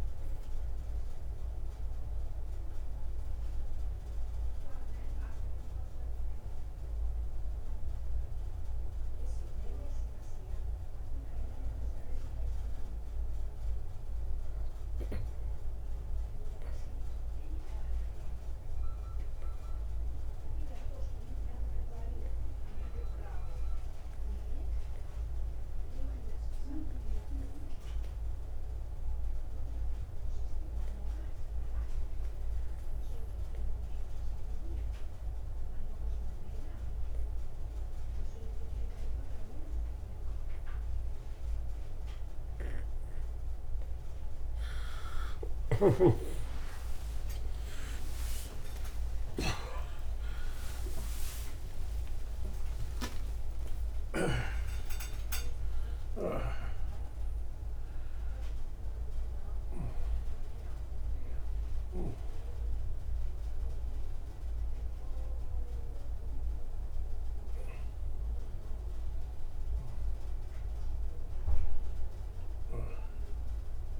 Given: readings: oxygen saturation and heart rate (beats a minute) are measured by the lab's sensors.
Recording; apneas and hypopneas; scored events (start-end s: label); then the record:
a person partly awake in a sleep study, by a room microphone; 1
0.00-19.00 s: oxygen desaturation (device-marked, oxygen 87% lowest, heart rate 44 extreme)
3.50-43.50 s: obstructive apnea (oxygen 96% before, 76% lowest, heart rate 123 before, 49 extreme)
38.00-73.00 s: oxygen desaturation (device-marked, oxygen 97% before, 76% lowest)
42.00-74.00 s: new sleep stage, awake
From the record:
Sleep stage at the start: N2 (light sleep); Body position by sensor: on the right side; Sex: male